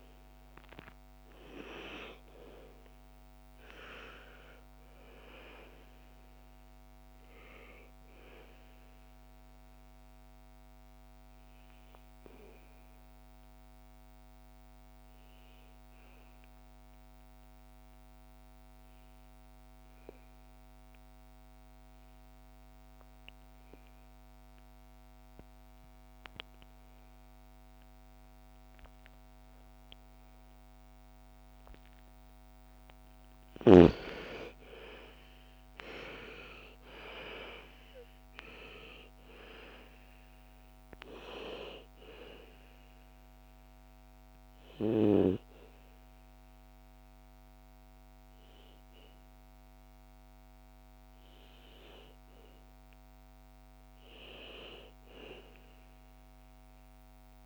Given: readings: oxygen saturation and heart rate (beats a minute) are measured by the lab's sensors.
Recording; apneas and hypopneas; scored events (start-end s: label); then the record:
breathing in sleep by a microphone on the trachea; 1
9.50-32.00 s: obstructive apnea (oxygen 99% before, 80% lowest, heart rate 64 before, 55 extreme, up 14 after)
31.50-55.50 s: oxygen desaturation (device-marked, oxygen 97% before, 80% lowest, heart rate 57 before, 57 extreme)
33.50-38.00 s: arousal
From the record:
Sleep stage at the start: N2 (light sleep); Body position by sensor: on the back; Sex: female